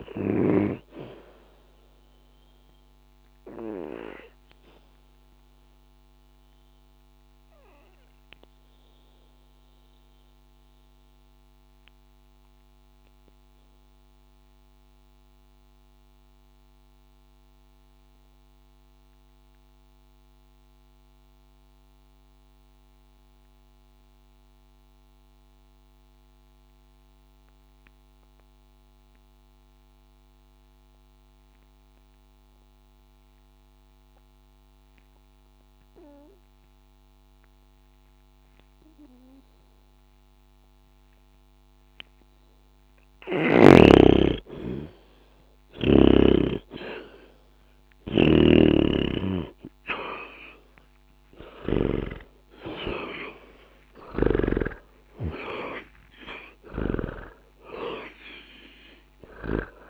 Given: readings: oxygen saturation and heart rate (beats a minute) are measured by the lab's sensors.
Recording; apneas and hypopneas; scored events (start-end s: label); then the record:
breathing in sleep by a microphone on the trachea; 1
0.00-24.50 s: oxygen desaturation (device-marked, oxygen 78% lowest, heart rate 59 extreme)
3.50-41.50 s: obstructive apnea (oxygen 96% before, 78% lowest, heart rate 60 before, 59 extreme, up 1 after)
42.50-59.90 s: oxygen desaturation (device-marked, oxygen 98% before, 81% lowest, heart rate 61 before, 60 extreme)
48.50-52.00 s: snoring (device-marked)
51.00-55.50 s: arousal
From the record:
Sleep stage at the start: N2 (light sleep); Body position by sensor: on the back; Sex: male